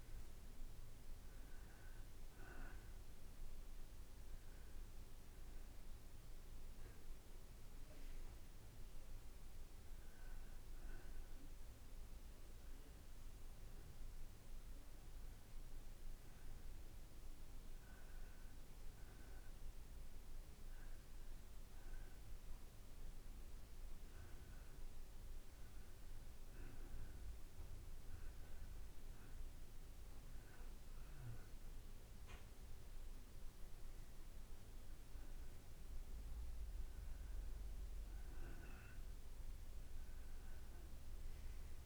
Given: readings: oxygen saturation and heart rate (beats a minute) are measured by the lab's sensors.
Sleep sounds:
breathing in sleep, hard to hear, by a room microphone; none
none scored
From the record:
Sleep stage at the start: N2 (light sleep); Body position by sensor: on the back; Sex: male

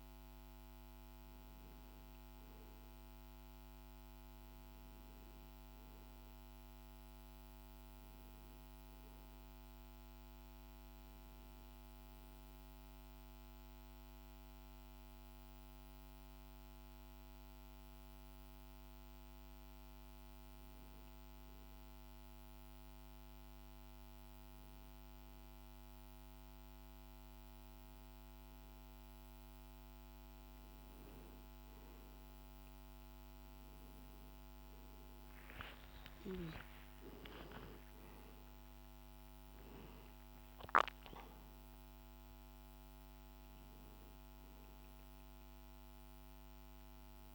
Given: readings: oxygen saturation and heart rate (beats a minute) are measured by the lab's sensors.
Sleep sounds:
breathing in sleep, hard to hear, by a microphone on the trachea; none
33.50-37.50 s: arousal
From the record:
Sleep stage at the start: N1 (lightest sleep); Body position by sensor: on the back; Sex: male

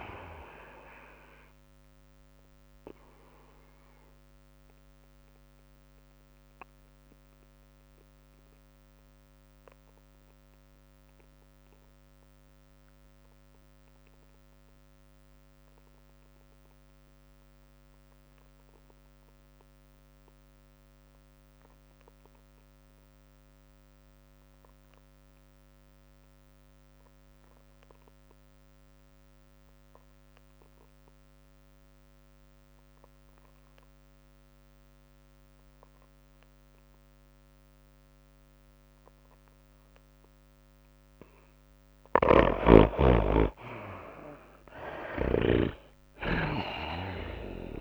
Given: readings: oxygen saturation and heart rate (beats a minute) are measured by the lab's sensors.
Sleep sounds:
breathing in sleep by a microphone on the trachea; 1
0.00-11.50 s: drop in pulse transit time (device-marked, heart rate 99 extreme)
0.00-12.50 s: oxygen desaturation (device-marked, oxygen 75% lowest, heart rate 96 extreme)
0.00-26.50 s: tachycardia (device-marked, heart rate 113 extreme)
3.00-43.00 s: mixed apnea (oxygen 99% before, 69% lowest, heart rate 103 before, 99 extreme, up 11 after)
19.50-47.81 s: oxygen desaturation (device-marked, oxygen 99% before, 69% lowest, heart rate 109 before, 99 extreme)
28.50-30.50 s: tachycardia (device-marked, heart rate 106 before, 101 extreme)
41.50-47.81 s: tachycardia (device-marked, heart rate 106 before, 112 extreme)
45.00-47.81 s: arousal
46.50-47.81 s: drop in pulse transit time (device-marked, heart rate 100 before, 105 extreme)
From the record:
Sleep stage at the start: N2 (light sleep); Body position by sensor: on the back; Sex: female

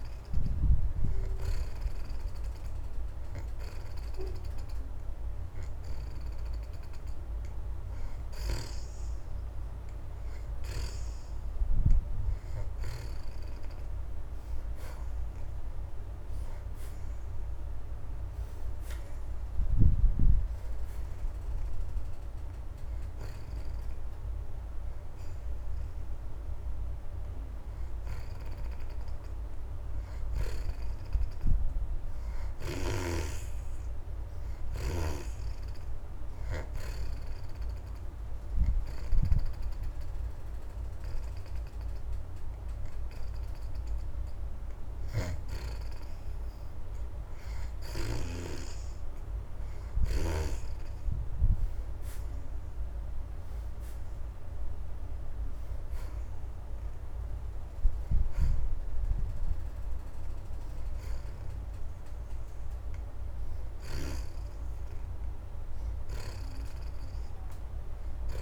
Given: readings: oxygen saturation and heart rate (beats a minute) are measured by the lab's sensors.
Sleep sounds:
breathing in sleep by a room microphone; 1
9.50-23.50 s: oxygen desaturation (device-marked, oxygen 73% before, 62% lowest)
28.50-42.50 s: oxygen desaturation (device-marked, oxygen 71% before, 63% lowest)
36.50-47.50 s: hypopnea (oxygen 73% before, 60% lowest)
47.50-59.50 s: oxygen desaturation (device-marked, oxygen 70% before, 64% lowest)
51.00-54.00 s: arousal
66.50-68.42 s: oxygen desaturation (device-marked, oxygen 71% before, 60% lowest)
From the record:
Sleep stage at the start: N2 (light sleep); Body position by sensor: on the back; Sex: female

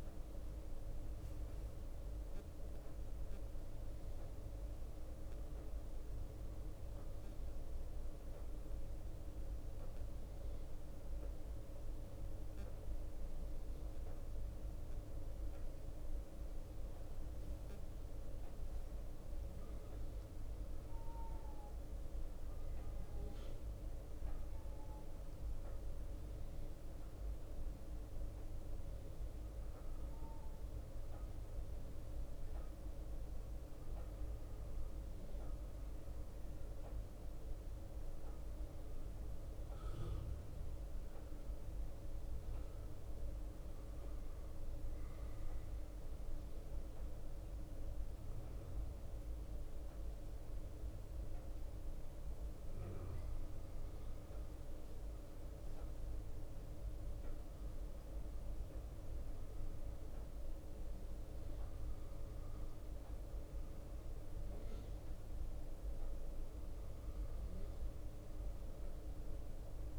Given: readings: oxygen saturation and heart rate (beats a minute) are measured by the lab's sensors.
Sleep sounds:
breathing in sleep, hard to hear, by a room microphone; 2
3.00-19.00 s: mixed apnea (oxygen 96% before, 91% lowest, heart rate 60 before, 56 extreme, up 3 after)
4.50-18.50 s: bradycardia (device-marked, heart rate 55 before, 57 extreme)
21.00-24.50 s: arousal
21.50-37.50 s: bradycardia (device-marked, heart rate 55 before, 56 extreme)
27.50-42.50 s: oxygen desaturation (device-marked, oxygen 94% before, 91% lowest, heart rate 58 before, 56 extreme)
41.00-55.00 s: obstructive apnea (oxygen 94% before, 91% lowest, heart rate 58 before, 57 extreme, up 3 after)
43.50-52.50 s: bradycardia (device-marked, heart rate 55 before, 58 extreme)
46.50-69.99 s: new sleep stage, N1 (lightest sleep)
61.50-69.99 s: bradycardia (device-marked, heart rate 55 before, 57 extreme)
From the record:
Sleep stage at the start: N2 (light sleep); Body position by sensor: on the right side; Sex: male

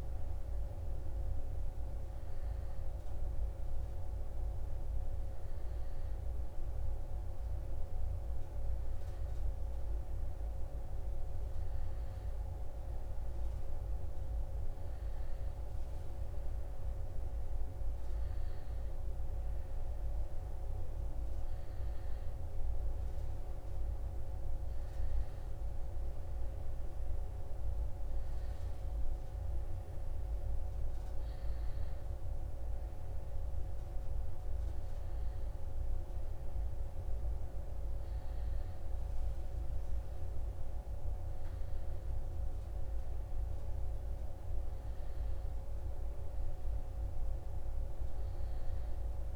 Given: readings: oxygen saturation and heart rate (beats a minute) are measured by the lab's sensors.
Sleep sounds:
a person awake in a sleep study, hard to hear, by a room microphone; none
none scored
From the record:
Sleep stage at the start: awake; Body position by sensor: on the right side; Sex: male

